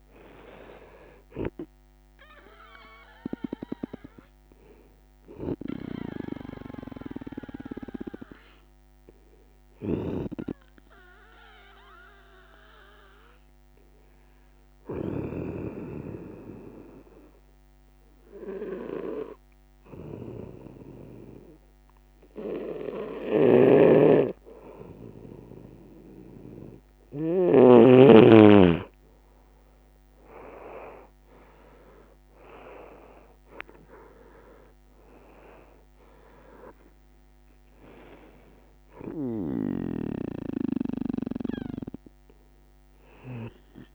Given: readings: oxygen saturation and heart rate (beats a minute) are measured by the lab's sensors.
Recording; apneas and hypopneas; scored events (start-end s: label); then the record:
breathing in sleep by a microphone on the trachea; 1
0.00-1.50 s: arousal
0.00-6.00 s: oxygen desaturation (device-marked, oxygen 92% lowest, heart rate 68 extreme)
7.50-26.00 s: hypopnea (oxygen 95% before, 92% lowest, heart rate 69 before, 68 extreme, up 6 after)
9.50-15.00 s: snoring (device-marked)
23.00-27.50 s: snoring (device-marked)
29.50-33.50 s: arousal
34.00-43.94 s: oxygen desaturation (device-marked, oxygen 98% before, 92% lowest, heart rate 70 before, 70 extreme)
39.00-43.50 s: snoring (device-marked)
From the record:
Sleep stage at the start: N2 (light sleep); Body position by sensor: on the right side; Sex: male